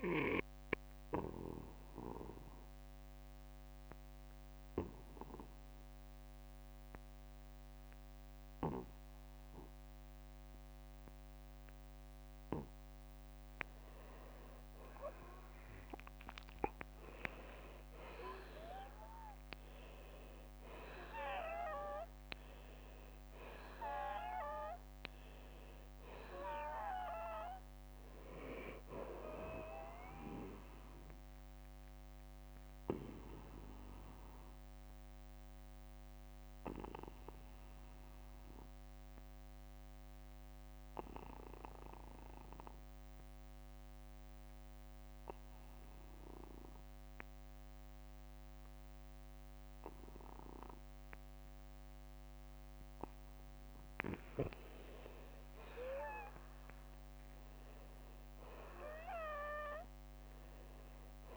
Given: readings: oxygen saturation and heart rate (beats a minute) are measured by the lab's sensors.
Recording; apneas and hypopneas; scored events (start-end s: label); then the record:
breathing in sleep by a microphone on the trachea; 2
0.00-9.50 s: oxygen desaturation (device-marked, oxygen 88% lowest, heart rate 52 extreme)
2.00-12.50 s: obstructive apnea (oxygen 95% before, 86% lowest, heart rate 59 before, 53 extreme, up 10 after)
17.00-22.00 s: arousal
19.50-21.50 s: long interval between heartbeats (device-marked, heart rate 57 before, 53 extreme)
31.50-52.50 s: obstructive apnea (oxygen 95% before, 86% lowest, heart rate 60 before, 43 extreme, up 16 after)
40.00-42.00 s: long interval between heartbeats (device-marked, heart rate 58 before, 60 extreme)
42.50-54.50 s: oxygen desaturation (device-marked, oxygen 91% before, 86% lowest, heart rate 58 before, 45 extreme)
51.50-53.50 s: long interval between heartbeats (device-marked, heart rate 52 before, 48 extreme)
54.50-58.50 s: arousal
From the record:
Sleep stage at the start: N2 (light sleep); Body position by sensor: on the back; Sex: male